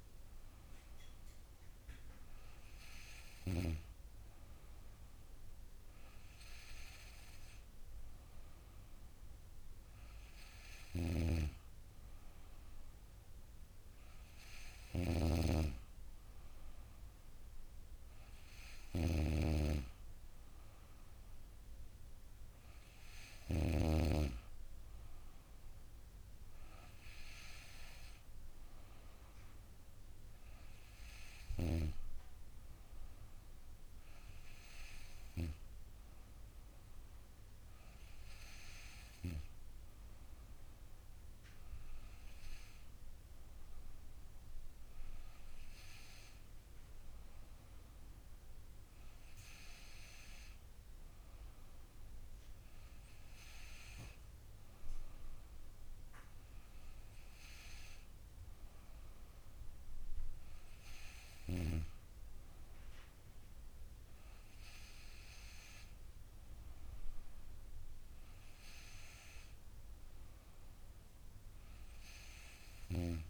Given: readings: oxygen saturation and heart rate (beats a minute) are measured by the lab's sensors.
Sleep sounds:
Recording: breathing in sleep by a room microphone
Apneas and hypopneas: none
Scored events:
10.50-15.00 s: snoring (device-marked)
From the record:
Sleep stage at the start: N2 (light sleep)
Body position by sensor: on the back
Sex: female

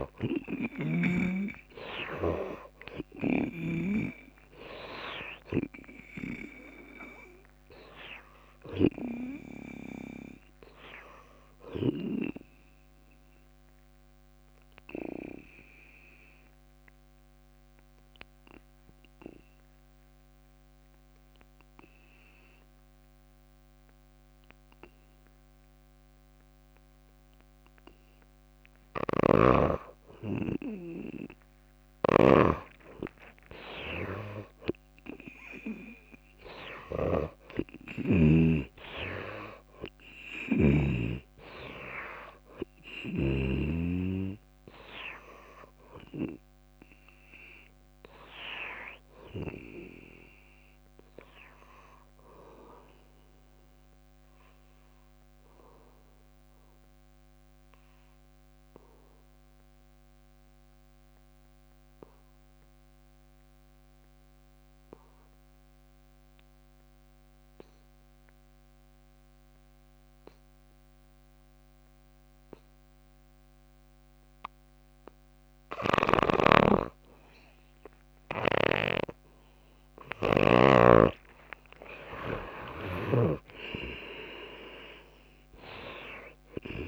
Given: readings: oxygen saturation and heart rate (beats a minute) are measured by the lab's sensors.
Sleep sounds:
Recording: breathing in sleep by a microphone on the trachea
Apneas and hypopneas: 2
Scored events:
0.00-3.50 s: arousal
0.00-22.50 s: oxygen desaturation (device-marked, oxygen 81% lowest, heart rate 57 extreme)
13.00-28.50 s: obstructive apnea (oxygen 99% before, 77% lowest, heart rate 69 before, 57 extreme, up 7 after)
29.00-38.50 s: snoring (device-marked)
30.00-34.50 s: arousal
35.50-56.50 s: oxygen desaturation (device-marked, oxygen 97% before, 88% lowest, heart rate 61 before, 56 extreme)
56.00-77.00 s: obstructive apnea (oxygen 97% before, 74% lowest, heart rate 65 before, 56 extreme, up 19 after)
69.50-86.87 s: oxygen desaturation (device-marked, oxygen 98% before, 74% lowest, heart rate 61 before, 56 extreme)
78.50-83.50 s: snoring (device-marked)
81.50-83.50 s: long interval between heartbeats (device-marked, heart rate 65 before, 80 extreme)
82.50-86.87 s: arousal
83.50-86.87 s: drop in pulse transit time (device-marked, heart rate 67 before, 58 extreme)
From the record:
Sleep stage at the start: N2 (light sleep)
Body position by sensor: on the back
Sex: female

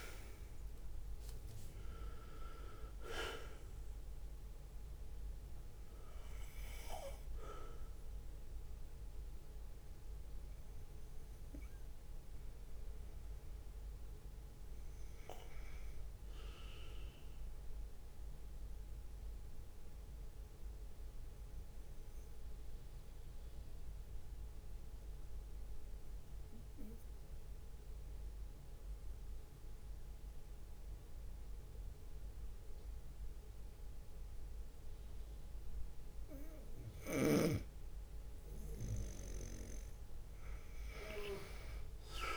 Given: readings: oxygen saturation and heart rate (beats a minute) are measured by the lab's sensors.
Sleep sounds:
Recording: breathing in sleep by a room microphone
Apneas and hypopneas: 1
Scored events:
0.00-1.00 s: leg movement (device-marked)
0.00-26.50 s: oxygen desaturation (device-marked, oxygen 93% lowest)
0.00-42.37 s: bradycardia (device-marked)
2.00-4.00 s: long interval between heartbeats (device-marked)
8.00-9.50 s: leg movement (device-marked)
18.50-38.00 s: obstructive apnea (oxygen 97% before, 93% lowest)
25.50-27.50 s: long interval between heartbeats (device-marked)
39.50 s: drop in pulse transit time (device-marked)
40.50-42.37 s: oxygen desaturation (device-marked, oxygen 99% before, 94% lowest)
41.00-42.37 s: arousal
From the record:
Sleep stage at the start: N2 (light sleep)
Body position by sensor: on the right side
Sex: male

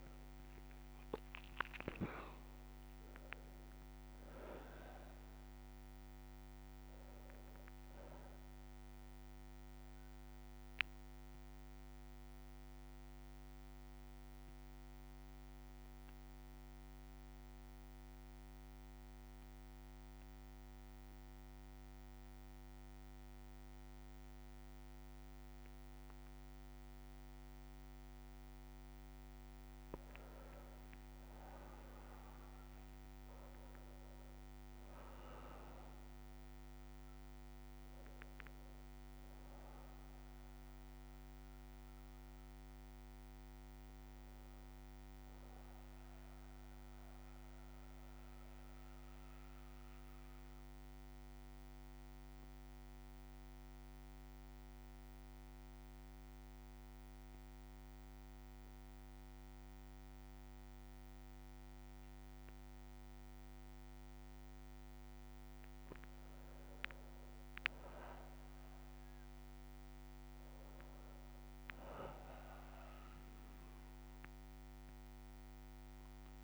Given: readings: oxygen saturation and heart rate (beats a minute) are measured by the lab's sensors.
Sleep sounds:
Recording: breathing in sleep, hard to hear, by a microphone on the trachea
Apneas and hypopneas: 2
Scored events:
0.00-2.00 s: arousal
0.00-23.00 s: oxygen desaturation (device-marked, oxygen 91% lowest, heart rate 58 extreme)
11.00-27.00 s: bradycardia (device-marked, heart rate 62 before, 58 extreme)
12.00-28.50 s: obstructive apnea (oxygen 98% before, 91% lowest, heart rate 62 before, 57 extreme, up 5 after)
31.00-35.00 s: arousal
43.00-61.00 s: bradycardia (device-marked, heart rate 63 before, 57 extreme)
46.50-64.50 s: obstructive apnea (oxygen 99% before, 95% lowest, heart rate 61 before, 57 extreme, up 4 after)
66.50-70.50 s: arousal
70.00-76.44 s: oxygen desaturation (device-marked, oxygen 99% before, 95% lowest, heart rate 59 before, 58 extreme)
74.00-76.44 s: bradycardia (device-marked, heart rate 63 before, 60 extreme)
From the record:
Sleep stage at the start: N2 (light sleep)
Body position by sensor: on the back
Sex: male

